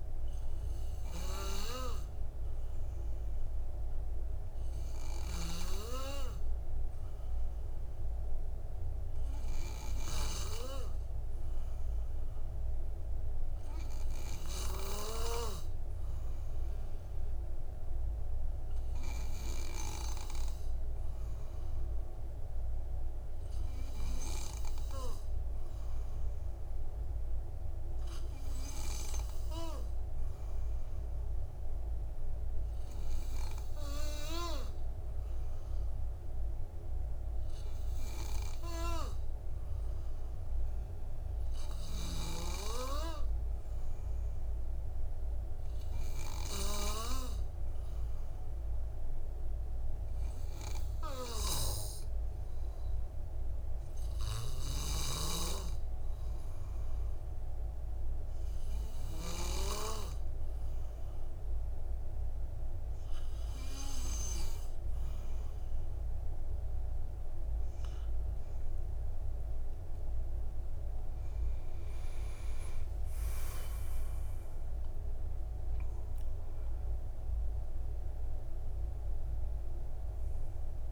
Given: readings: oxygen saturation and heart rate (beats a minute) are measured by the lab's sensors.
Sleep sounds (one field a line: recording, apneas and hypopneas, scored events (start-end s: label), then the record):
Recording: breathing in sleep by a room microphone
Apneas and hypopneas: none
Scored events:
70.00-75.00 s: arousal
From the record:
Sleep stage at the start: N2 (light sleep)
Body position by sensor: on the back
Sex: male